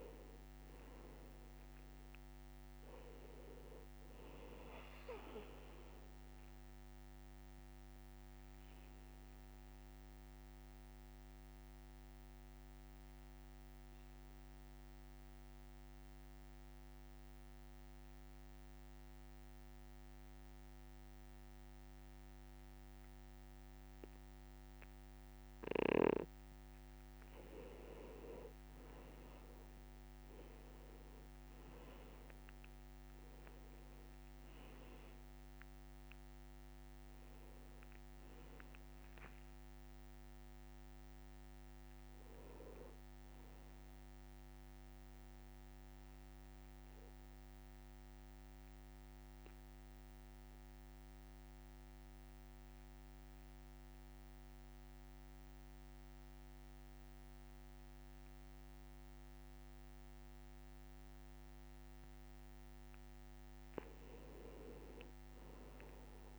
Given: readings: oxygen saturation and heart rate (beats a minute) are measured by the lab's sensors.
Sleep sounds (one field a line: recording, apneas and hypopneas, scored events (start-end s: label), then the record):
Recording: breathing in sleep, hard to hear, by a microphone on the trachea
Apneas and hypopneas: 2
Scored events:
0.00-19.00 s: oxygen desaturation (device-marked, oxygen 92% lowest, heart rate 60 extreme)
7.00-26.00 s: obstructive apnea (oxygen 98% before, 92% lowest, heart rate 63 before, 60 extreme, up 4 after)
28.00-33.00 s: arousal
34.00-51.00 s: oxygen desaturation (device-marked, oxygen 98% before, 92% lowest, heart rate 63 before, 61 extreme)
45.00-62.00 s: obstructive apnea (oxygen 98% before, 92% lowest, heart rate 64 before, 61 extreme, up 3 after)
64.00-66.39 s: arousal
From the record:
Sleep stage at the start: N2 (light sleep)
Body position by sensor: on the back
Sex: male